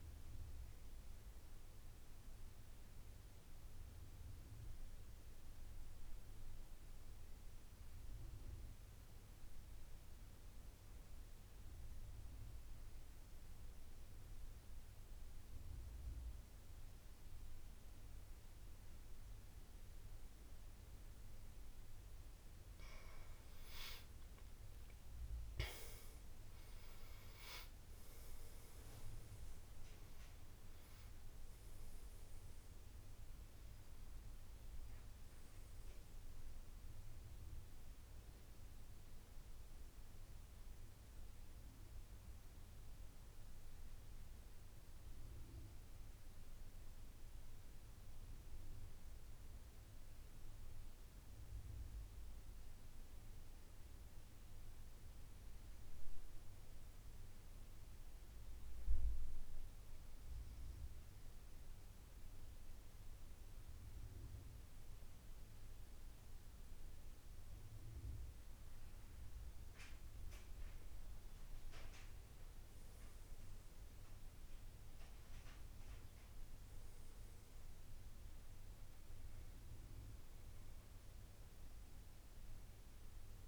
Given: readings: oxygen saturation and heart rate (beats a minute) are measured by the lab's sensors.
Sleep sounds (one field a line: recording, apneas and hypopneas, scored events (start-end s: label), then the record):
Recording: breathing in sleep, hard to hear, by a room microphone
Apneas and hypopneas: 2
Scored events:
0.00-4.00 s: oxygen desaturation (device-marked, oxygen 89% lowest, heart rate 60 extreme)
0.50-22.00 s: mixed apnea (oxygen 95% before, 85% lowest, heart rate 82 before, 60 extreme, up 25 after)
24.00-28.00 s: arousal
28.00-48.00 s: oxygen desaturation (device-marked, oxygen 97% before, 85% lowest, heart rate 74 before, 63 extreme)
40.50-54.00 s: central apnea (oxygen 97% before, 85% lowest, heart rate 87 before, 63 extreme, up 19 after)
56.00-59.50 s: arousal
66.00-71.00 s: oxygen desaturation (device-marked, oxygen 97% before, 92% lowest, heart rate 74 before, 70 extreme)
72.50-76.50 s: arousal
76.00-83.48 s: oxygen desaturation (device-marked, oxygen 94% before, 89% lowest, heart rate 80 before, 68 extreme)
From the record:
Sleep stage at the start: N2 (light sleep)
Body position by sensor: on the back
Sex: male